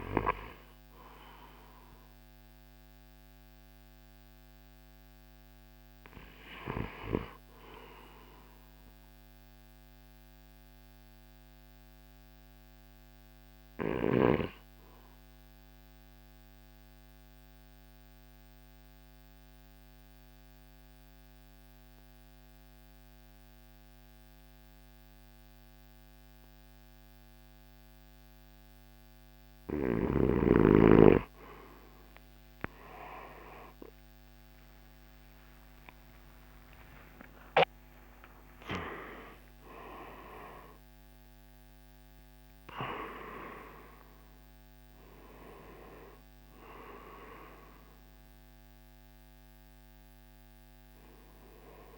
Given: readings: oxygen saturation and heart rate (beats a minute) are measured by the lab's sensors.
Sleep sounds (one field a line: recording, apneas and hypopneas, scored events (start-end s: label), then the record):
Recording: breathing in sleep by a microphone on the trachea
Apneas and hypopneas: 1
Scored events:
0.00-1.00 s: drop in pulse transit time (device-marked, heart rate 56 extreme)
0.00-17.00 s: oxygen desaturation (device-marked, oxygen 83% lowest, heart rate 52 extreme)
9.00-28.00 s: obstructive apnea (oxygen 93% before, 83% lowest, heart rate 62 before, 52 extreme, up 12 after)
33.50-40.50 s: arousal
37.00-50.00 s: drop in pulse transit time (device-marked, heart rate 55 before, 73 extreme)
48.00-51.98 s: oxygen desaturation (device-marked, oxygen 96% before, 88% lowest, heart rate 71 before, 55 extreme)
From the record:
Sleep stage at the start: N1 (lightest sleep)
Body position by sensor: on the right side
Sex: male